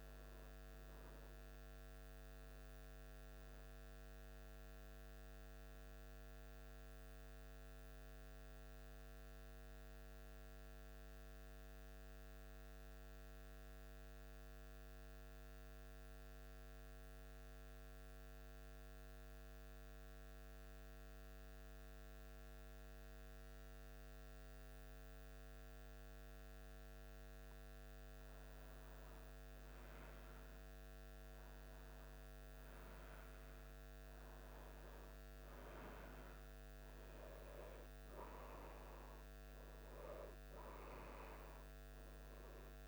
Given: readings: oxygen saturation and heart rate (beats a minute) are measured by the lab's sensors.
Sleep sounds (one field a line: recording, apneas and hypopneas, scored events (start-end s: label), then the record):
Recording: breathing in sleep, hard to hear, by a microphone on the trachea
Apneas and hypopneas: 1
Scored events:
5.00-27.00 s: central apnea (oxygen 94% before, 94% lowest, heart rate 77 before, 74 extreme, up 3 after)
29.50-33.50 s: arousal
From the record:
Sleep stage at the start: N2 (light sleep)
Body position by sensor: on the back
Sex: male